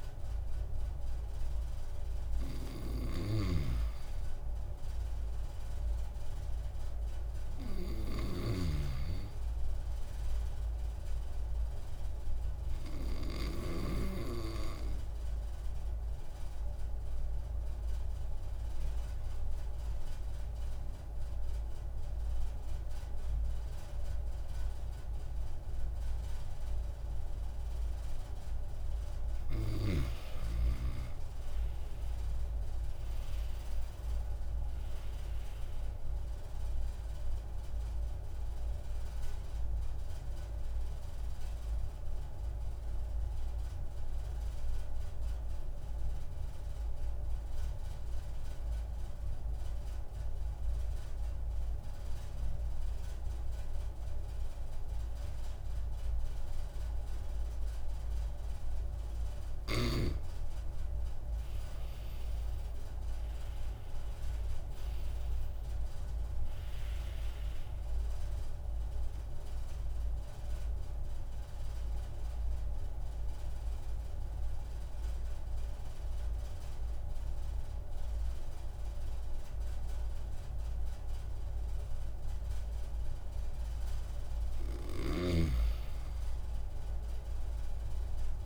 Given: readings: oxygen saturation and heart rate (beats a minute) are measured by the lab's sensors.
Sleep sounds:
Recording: breathing in sleep by a room microphone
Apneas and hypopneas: 3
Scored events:
0.00-2.00 s: arousal
12.50-28.50 s: obstructive apnea (oxygen 95% before, 90% lowest)
30.00-33.00 s: arousal
32.50-51.50 s: oxygen desaturation (device-marked, oxygen 95% before, 90% lowest)
38.00-59.00 s: obstructive apnea (oxygen 95% before, 90% lowest)
61.00-65.00 s: arousal
70.00-84.00 s: obstructive apnea (oxygen 96% before, 91% lowest)
70.50-84.50 s: oxygen desaturation (device-marked, oxygen 94% before, 91% lowest)
85.00-88.46 s: snoring (device-marked)
86.00-88.46 s: arousal
From the record:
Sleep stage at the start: N2 (light sleep)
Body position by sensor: on the back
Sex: male

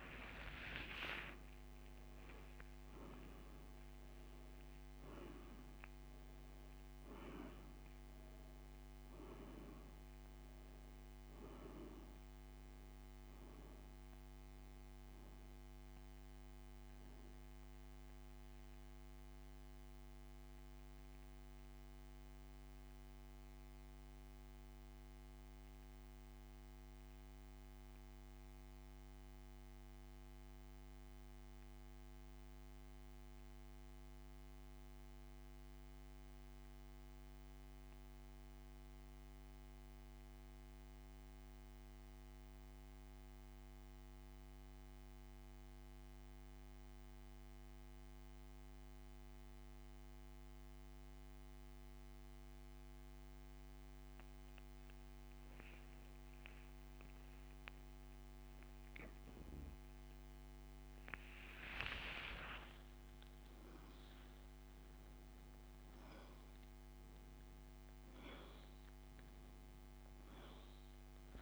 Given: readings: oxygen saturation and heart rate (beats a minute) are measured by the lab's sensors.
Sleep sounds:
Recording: breathing in sleep by a microphone on the trachea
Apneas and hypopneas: 1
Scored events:
11.00-55.00 s: oxygen desaturation (device-marked, oxygen 97% before, 84% lowest, heart rate 68 before, 47 extreme)
20.00-54.50 s: central apnea (oxygen 98% before, 84% lowest, heart rate 60 before, 47 extreme, up 7 after)
57.50-62.00 s: arousal
66.00-71.42 s: oxygen desaturation (device-marked, oxygen 99% before, 95% lowest, heart rate 66 before, 54 extreme)
From the record:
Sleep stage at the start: N2 (light sleep)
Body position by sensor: on the back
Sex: male

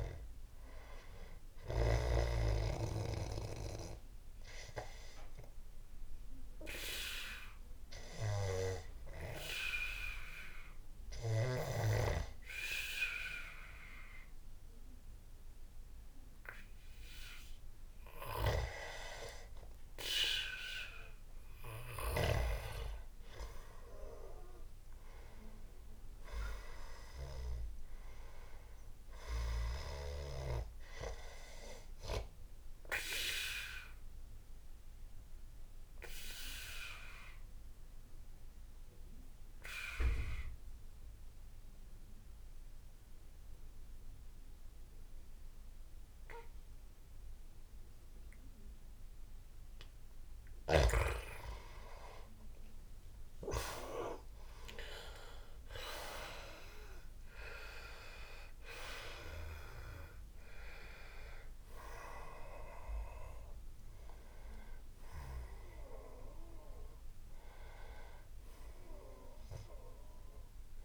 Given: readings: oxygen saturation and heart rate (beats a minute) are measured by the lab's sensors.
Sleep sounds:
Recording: breathing in sleep by a room microphone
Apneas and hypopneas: 2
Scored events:
0.00-7.50 s: oxygen desaturation (device-marked, oxygen 91% lowest, heart rate 73 extreme)
4.00-18.50 s: obstructive apnea (oxygen 98% before, 87% lowest, heart rate 82 before, 73 extreme, up 14 after)
20.50-23.00 s: arousal
23.50-40.50 s: oxygen desaturation (device-marked, oxygen 98% before, 94% lowest, heart rate 79 before, 74 extreme)
33.00-49.50 s: obstructive apnea (oxygen 98% before, 87% lowest, heart rate 81 before, 74 extreme, up 8 after)
48.50-70.85 s: oxygen desaturation (device-marked, oxygen 97% before, 87% lowest, heart rate 82 before, 74 extreme)
51.00-53.50 s: arousal
From the record:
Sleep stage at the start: N2 (light sleep)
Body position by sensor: on the back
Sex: male

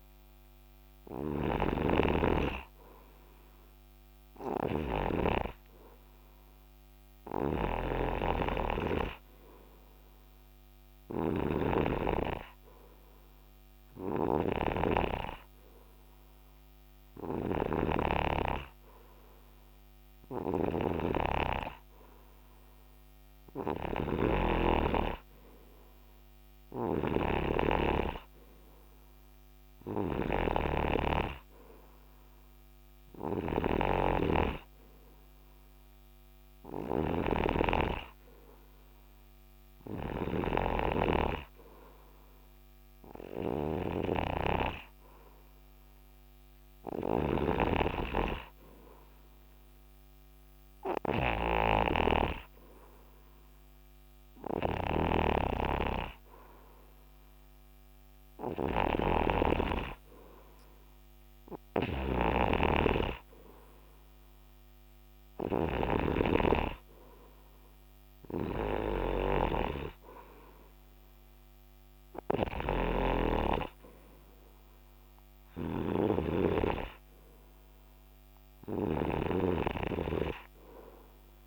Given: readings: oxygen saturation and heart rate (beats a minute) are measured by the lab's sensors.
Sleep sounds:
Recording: breathing in sleep by a microphone on the trachea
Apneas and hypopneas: none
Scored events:
0.00-81.47 s: snoring (device-marked)
From the record:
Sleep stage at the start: N2 (light sleep)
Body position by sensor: on the right side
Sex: male

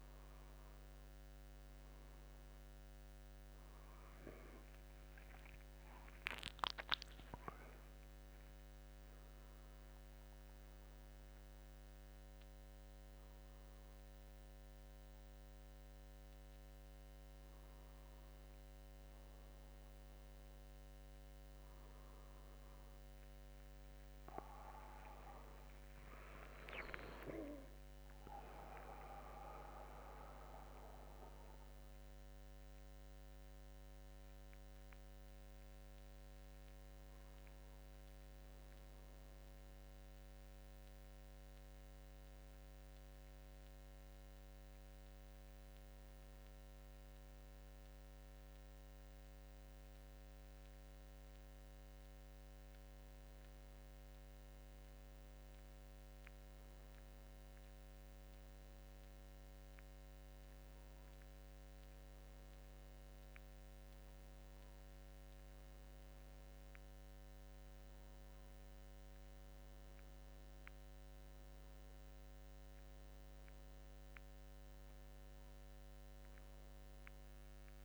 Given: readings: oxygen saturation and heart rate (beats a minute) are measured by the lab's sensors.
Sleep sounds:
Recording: breathing in sleep by a microphone on the trachea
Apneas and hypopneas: 1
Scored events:
3.00-6.50 s: arousal
28.00-30.00 s: long interval between heartbeats (device-marked, heart rate 90 before, 97 extreme)
31.00-34.00 s: arousal
37.50-47.50 s: hypopnea (oxygen 96% before, 94% lowest, heart rate 90 before, 81 extreme, up 7 after)
52.00-56.50 s: arousal
From the record:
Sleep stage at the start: N1 (lightest sleep)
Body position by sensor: on the back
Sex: male

